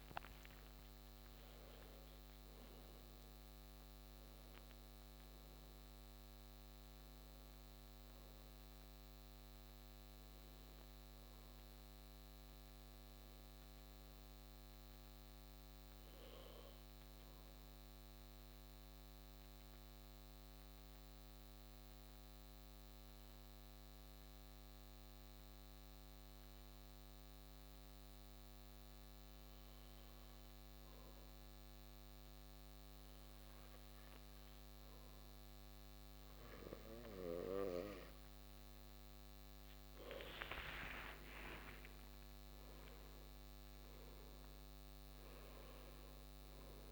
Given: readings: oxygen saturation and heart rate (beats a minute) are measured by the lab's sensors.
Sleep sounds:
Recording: breathing in sleep by a microphone on the trachea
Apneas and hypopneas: 1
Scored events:
0.00-2.50 s: arousal
0.00-9.00 s: oxygen desaturation (device-marked, oxygen 93% lowest)
19.00-38.50 s: obstructive apnea (oxygen 97% before, 94% lowest)
40.00-44.50 s: arousal
From the record:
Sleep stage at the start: N2 (light sleep)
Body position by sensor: on the back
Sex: male

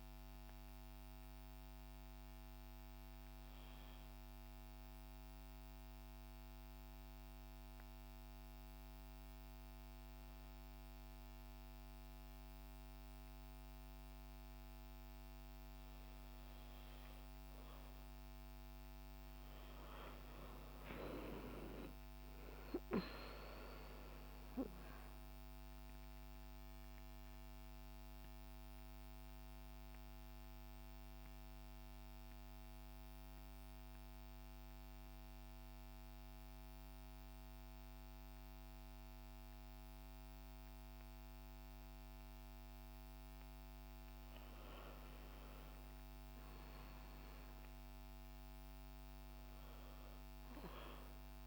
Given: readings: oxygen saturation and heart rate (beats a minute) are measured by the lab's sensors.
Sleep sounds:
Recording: breathing in sleep by a microphone on the trachea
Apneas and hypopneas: 2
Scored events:
0.00-12.00 s: oxygen desaturation (device-marked, oxygen 91% lowest, heart rate 67 extreme)
5.50-16.00 s: hypopnea (oxygen 97% before, 91% lowest, heart rate 95 before, 76 extreme, up 28 after)
19.50-23.50 s: arousal
27.00-43.00 s: obstructive apnea (oxygen 97% before, 91% lowest, heart rate 90 before, 53 extreme, up 11 after)
44.50-47.50 s: arousal
From the record:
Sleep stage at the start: N2 (light sleep)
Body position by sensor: on the back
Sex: female

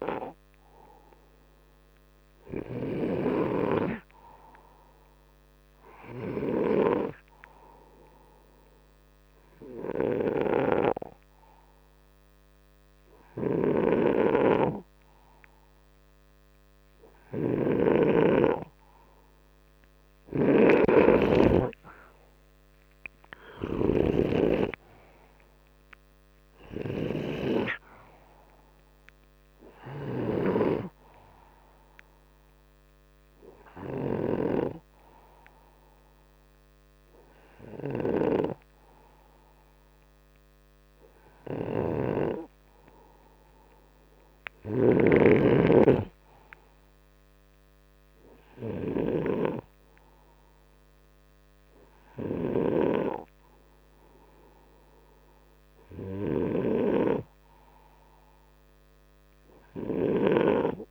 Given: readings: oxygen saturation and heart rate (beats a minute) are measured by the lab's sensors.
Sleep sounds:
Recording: breathing in sleep by a microphone on the trachea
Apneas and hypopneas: none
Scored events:
10.00-30.00 s: snoring (device-marked)
18.50-33.50 s: oxygen desaturation (device-marked, oxygen 95% before, 91% lowest, heart rate 35 before, 60 extreme)
19.50-23.50 s: arousal
37.50-52.50 s: snoring (device-marked)
From the record:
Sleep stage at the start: N2 (light sleep)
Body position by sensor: upright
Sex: male

